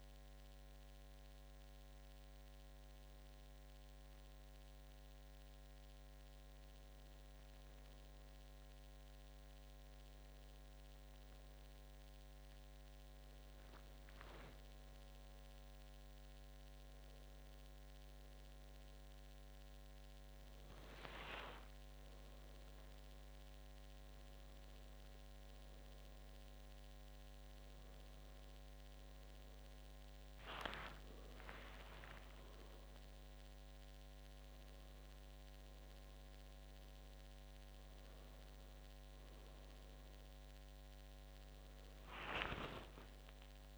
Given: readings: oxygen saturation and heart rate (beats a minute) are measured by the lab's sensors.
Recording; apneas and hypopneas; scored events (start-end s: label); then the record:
breathing in sleep by a microphone on the trachea; none
none scored
From the record:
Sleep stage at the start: N2 (light sleep); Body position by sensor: on the back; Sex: male